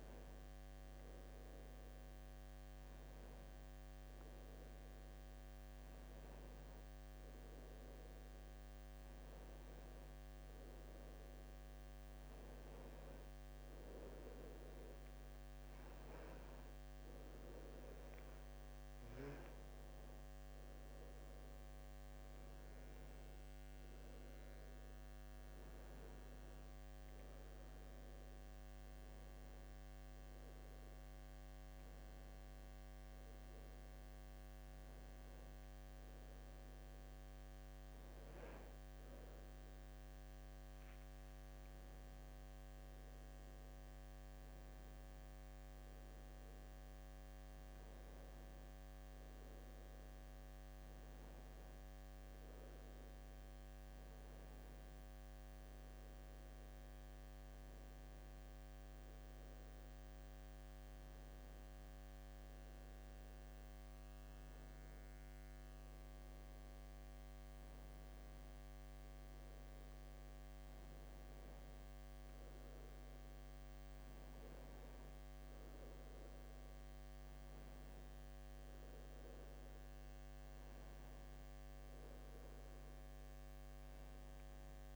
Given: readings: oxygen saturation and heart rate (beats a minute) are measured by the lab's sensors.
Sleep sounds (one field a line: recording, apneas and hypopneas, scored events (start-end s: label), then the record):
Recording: breathing in sleep, hard to hear, by a microphone on the trachea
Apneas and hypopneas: none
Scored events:
none scored
From the record:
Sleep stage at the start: N2 (light sleep)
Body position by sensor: on the left side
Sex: male